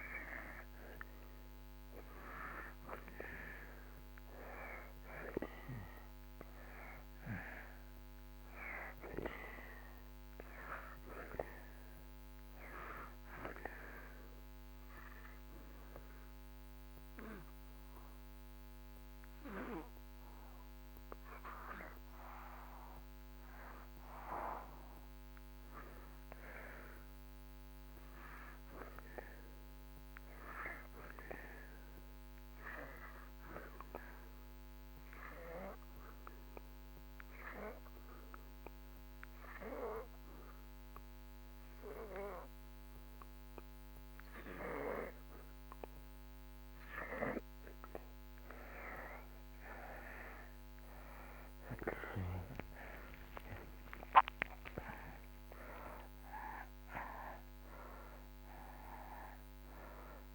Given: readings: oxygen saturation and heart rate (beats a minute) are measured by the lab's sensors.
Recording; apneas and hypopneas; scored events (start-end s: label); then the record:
breathing in sleep by a microphone on the trachea; 2
0.00-2.00 s: arousal
11.00-34.00 s: oxygen desaturation (device-marked, oxygen 95% before, 88% lowest)
13.50-24.00 s: obstructive apnea (oxygen 95% before, 83% lowest)
25.00-30.00 s: arousal
34.50-46.00 s: obstructive apnea (oxygen 95% before, 83% lowest)
49.00-53.00 s: arousal
50.00-60.35 s: oxygen desaturation (device-marked, oxygen 94% before, 83% lowest)
From the record:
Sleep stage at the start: N2 (light sleep); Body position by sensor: on the back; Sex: male